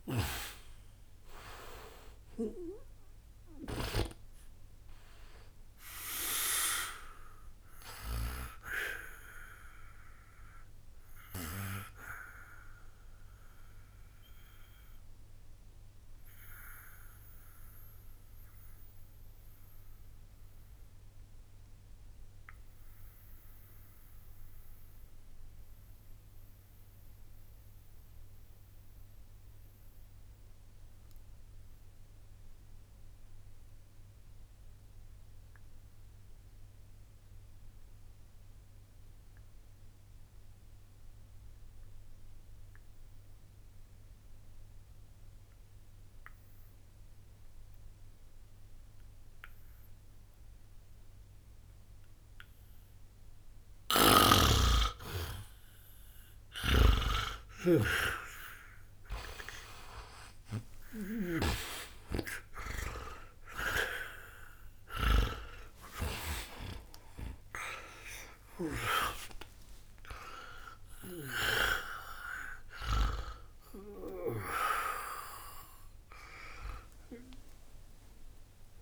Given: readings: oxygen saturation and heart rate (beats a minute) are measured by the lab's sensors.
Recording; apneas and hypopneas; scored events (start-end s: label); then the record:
breathing in sleep by a room microphone; 1
0.00-31.50 s: oxygen desaturation (device-marked, oxygen 78% lowest, heart rate 60 extreme)
12.00-54.00 s: obstructive apnea (oxygen 97% before, 78% lowest, heart rate 65 before, 60 extreme, up 0 after)
51.50-78.82 s: oxygen desaturation (device-marked, oxygen 98% before, 78% lowest, heart rate 60 before, 60 extreme)
53.50-61.00 s: snoring (device-marked)
60.00-65.00 s: arousal
From the record:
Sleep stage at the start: N2 (light sleep); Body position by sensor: on the back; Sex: male